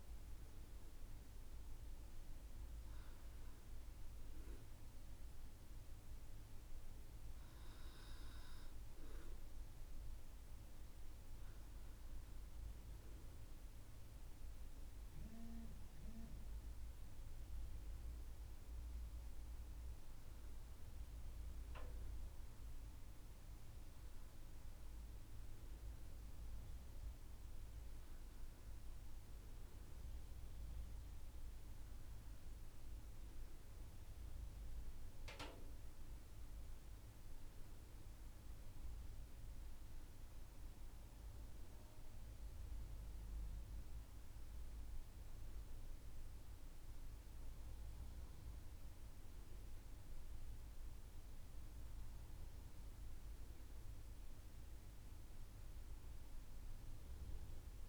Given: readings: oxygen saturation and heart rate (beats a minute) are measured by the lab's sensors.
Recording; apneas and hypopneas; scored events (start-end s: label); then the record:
breathing in sleep, hard to hear, by a room microphone; none
none scored
From the record:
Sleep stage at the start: N2 (light sleep); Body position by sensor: on the back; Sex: female